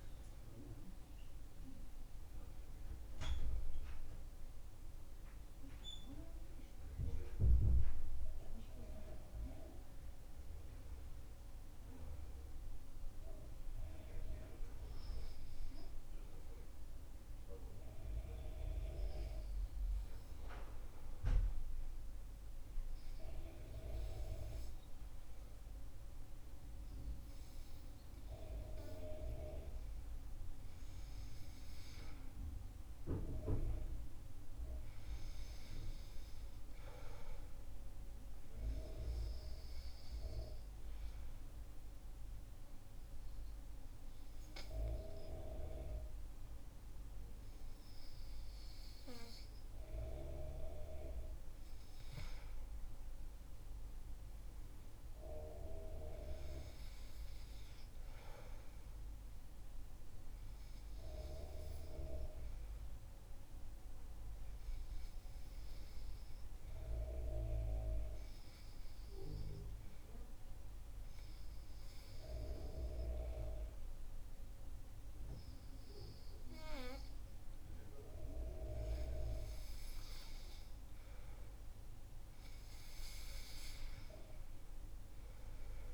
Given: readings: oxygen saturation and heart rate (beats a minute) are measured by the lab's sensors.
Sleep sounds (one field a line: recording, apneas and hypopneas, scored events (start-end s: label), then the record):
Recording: breathing in sleep by a room microphone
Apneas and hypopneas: 3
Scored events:
14.00-28.00 s: obstructive apnea (oxygen 98% before, 94% lowest, heart rate 82 before, 63 extreme, up 7 after)
29.50-34.00 s: arousal
29.50-54.50 s: oxygen desaturation (device-marked, oxygen 98% before, 94% lowest, heart rate 69 before, 63 extreme)
38.50-49.50 s: obstructive apnea (oxygen 98% before, 94% lowest, heart rate 69 before, 63 extreme, up 7 after)
51.00-55.50 s: arousal
62.00-78.00 s: obstructive apnea (oxygen 97% before, 95% lowest, heart rate 67 before, 64 extreme, up 5 after)
79.00-82.00 s: arousal
From the record:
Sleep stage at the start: N2 (light sleep)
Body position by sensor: on the back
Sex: male